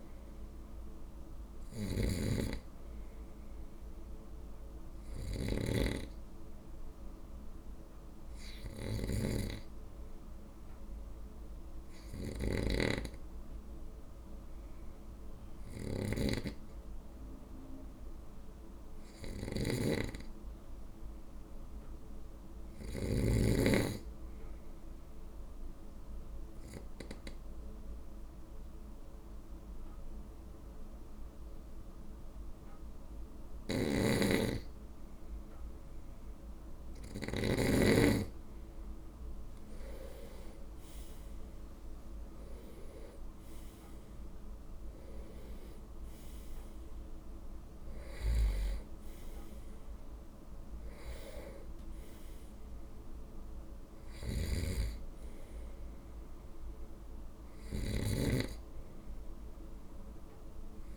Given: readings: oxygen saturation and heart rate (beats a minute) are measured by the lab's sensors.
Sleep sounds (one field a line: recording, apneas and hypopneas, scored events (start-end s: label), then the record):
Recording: breathing in sleep by a room microphone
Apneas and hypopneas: 2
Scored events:
1.00-23.00 s: snoring (device-marked)
5.50-17.50 s: hypopnea (oxygen 97% before, 95% lowest, heart rate 56 before, 51 extreme, up 1 after)
19.00-22.00 s: arousal
25.50-36.50 s: obstructive apnea (oxygen 97% before, 95% lowest, heart rate 52 before, 52 extreme, up 6 after)
33.00-37.00 s: snoring (device-marked)
38.00-42.00 s: arousal
54.00-60.97 s: snoring (device-marked)
From the record:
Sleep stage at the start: N2 (light sleep)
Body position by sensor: on the right side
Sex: male